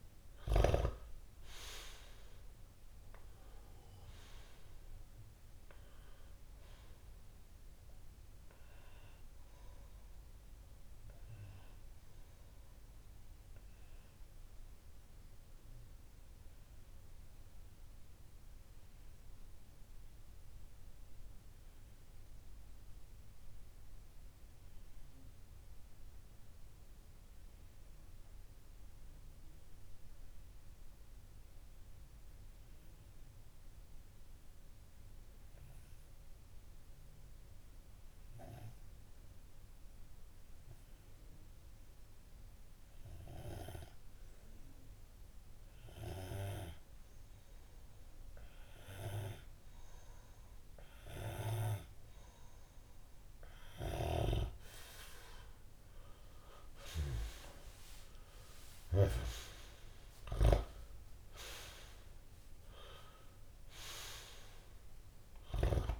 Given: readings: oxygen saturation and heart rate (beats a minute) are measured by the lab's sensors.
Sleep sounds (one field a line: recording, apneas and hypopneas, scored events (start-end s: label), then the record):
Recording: breathing in sleep by a room microphone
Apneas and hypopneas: 1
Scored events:
12.50-55.00 s: obstructive apnea (oxygen 97% before, 92% lowest)
43.00-65.99 s: oxygen desaturation (device-marked, oxygen 99% before, 92% lowest)
57.00-61.00 s: arousal
From the record:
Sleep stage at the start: N2 (light sleep)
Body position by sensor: on the left side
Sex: male